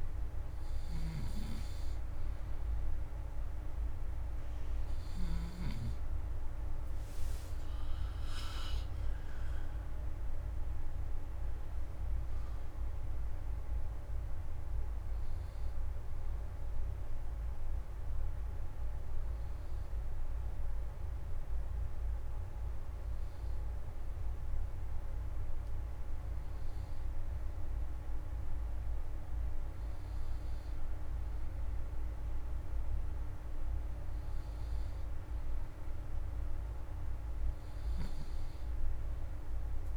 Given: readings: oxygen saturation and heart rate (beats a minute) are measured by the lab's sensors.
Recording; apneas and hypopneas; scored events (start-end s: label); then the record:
breathing in sleep, hard to hear, by a room microphone; none
0.00-5.50 s: snoring (device-marked)
34.00-39.97 s: oxygen desaturation (device-marked, oxygen 97% before, 91% lowest, heart rate 130 before, 77 extreme)
37.50-39.97 s: snoring (device-marked)
From the record:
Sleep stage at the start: N2 (light sleep); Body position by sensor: on the back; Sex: male